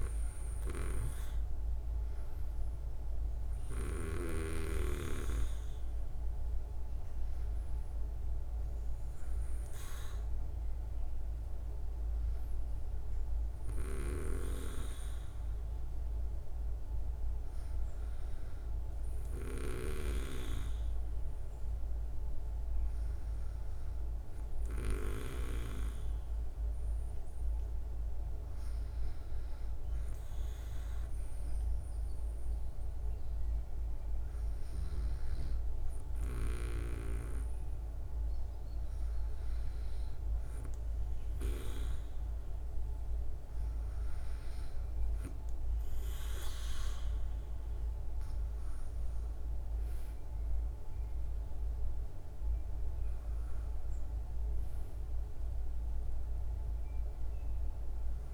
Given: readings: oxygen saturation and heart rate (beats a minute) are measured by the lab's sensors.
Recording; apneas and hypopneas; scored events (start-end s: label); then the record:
breathing in sleep by a room microphone; none
none scored
From the record:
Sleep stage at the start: N2 (light sleep); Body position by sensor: on the back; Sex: female